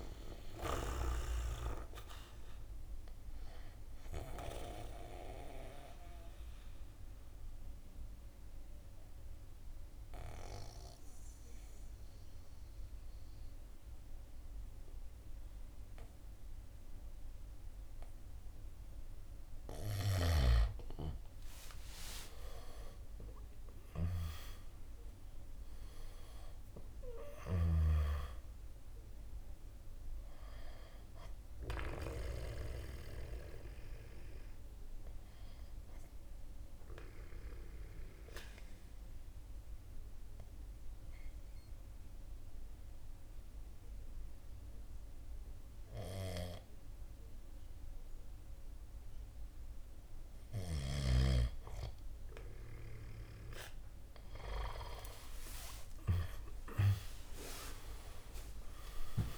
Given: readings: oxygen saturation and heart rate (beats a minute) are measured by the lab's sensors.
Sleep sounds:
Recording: breathing in sleep by a room microphone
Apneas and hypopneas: 2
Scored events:
0.00-6.00 s: drop in pulse transit time (device-marked, heart rate 58 extreme)
0.00-18.00 s: oxygen desaturation (device-marked, oxygen 96% before, 89% lowest, heart rate 68 before, 58 extreme)
5.00-20.00 s: mixed apnea (oxygen 97% before, 88% lowest, heart rate 68 before, 59 extreme, up 8 after)
21.00-25.50 s: arousal
24.00-36.00 s: drop in pulse transit time (device-marked, heart rate 61 before, 59 extreme)
26.00-48.00 s: oxygen desaturation (device-marked, oxygen 98% before, 89% lowest, heart rate 62 before, 59 extreme)
33.00-50.00 s: mixed apnea (oxygen 98% before, 88% lowest, heart rate 64 before, 59 extreme, up 5 after)
From the record:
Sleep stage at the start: N2 (light sleep)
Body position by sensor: on the back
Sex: male

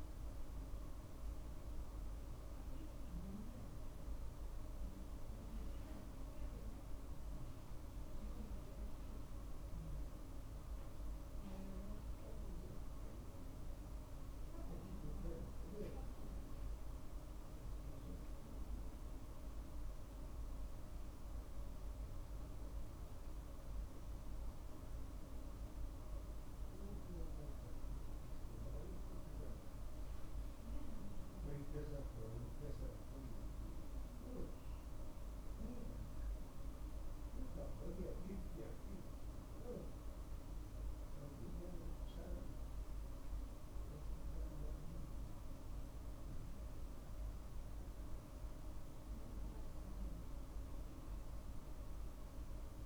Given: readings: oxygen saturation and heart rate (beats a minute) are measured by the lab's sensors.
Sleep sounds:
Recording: a person awake in a sleep study, by a room microphone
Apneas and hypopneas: none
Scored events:
none scored
From the record:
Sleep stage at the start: awake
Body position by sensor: on the right side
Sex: male

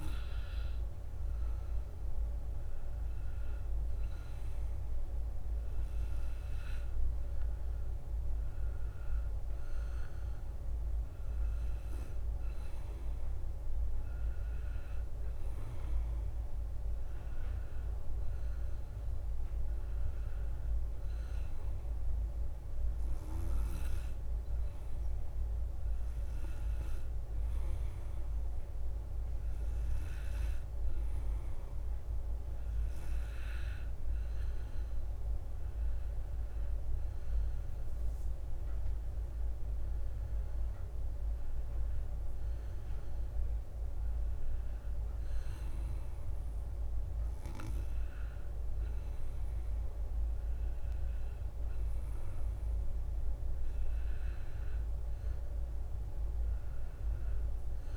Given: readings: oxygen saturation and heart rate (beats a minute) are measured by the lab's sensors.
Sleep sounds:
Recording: breathing in sleep, hard to hear, by a room microphone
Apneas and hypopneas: none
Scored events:
25.00-57.97 s: new sleep stage, N2 (light sleep)
37.50-39.50 s: leg movement (device-marked)
From the record:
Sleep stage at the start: N1 (lightest sleep)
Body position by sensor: on the back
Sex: male

